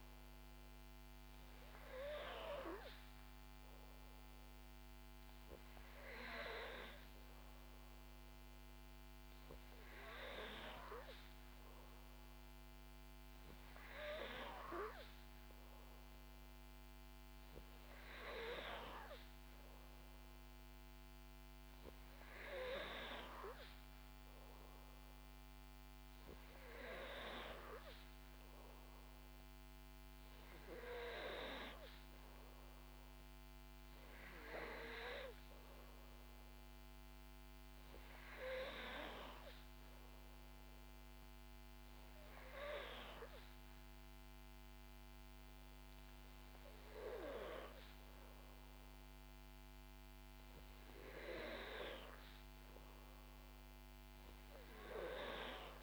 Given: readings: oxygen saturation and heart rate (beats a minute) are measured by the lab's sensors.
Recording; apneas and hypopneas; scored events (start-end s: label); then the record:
breathing in sleep by a microphone on the trachea; none
none scored
From the record:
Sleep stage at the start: N3 (deep sleep); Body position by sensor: on the back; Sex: female